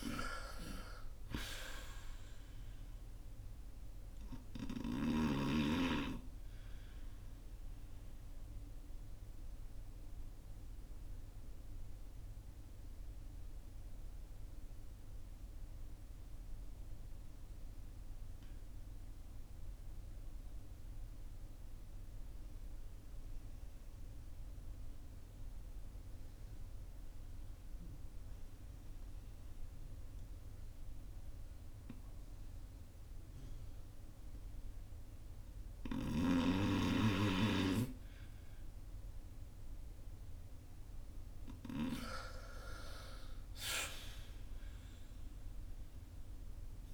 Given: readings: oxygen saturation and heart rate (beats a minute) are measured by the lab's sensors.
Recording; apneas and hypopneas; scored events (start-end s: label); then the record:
breathing in sleep by a room microphone; 1
0.00-33.50 s: oxygen desaturation (device-marked, oxygen 79% lowest, heart rate 44 extreme)
5.50-34.50 s: obstructive apnea (oxygen 98% before, 79% lowest, heart rate 51 before, 44 extreme, up 14 after)
38.00-43.50 s: arousal
45.50-46.94 s: oxygen desaturation (device-marked, oxygen 94% before, 79% lowest, heart rate 52 before, 44 extreme)
From the record:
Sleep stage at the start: REM sleep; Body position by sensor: on the front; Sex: male